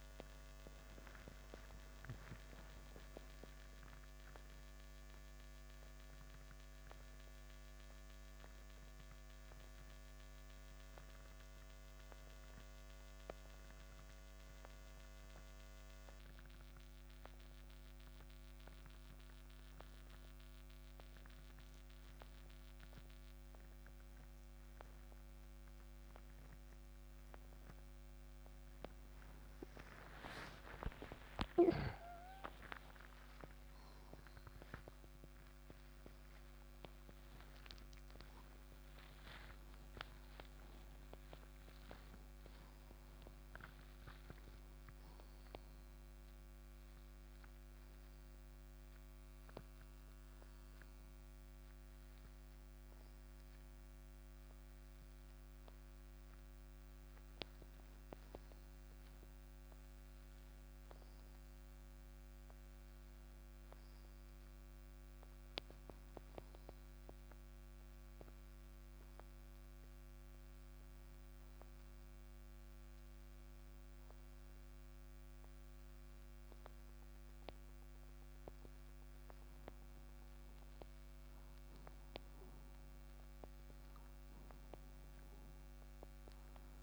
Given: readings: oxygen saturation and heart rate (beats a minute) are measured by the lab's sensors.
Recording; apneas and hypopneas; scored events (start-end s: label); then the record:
a person partly awake in a sleep study, by a microphone on the trachea; none
34.50-86.82 s: new sleep stage, N1 (lightest sleep)
From the record:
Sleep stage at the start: awake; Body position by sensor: on the right side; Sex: male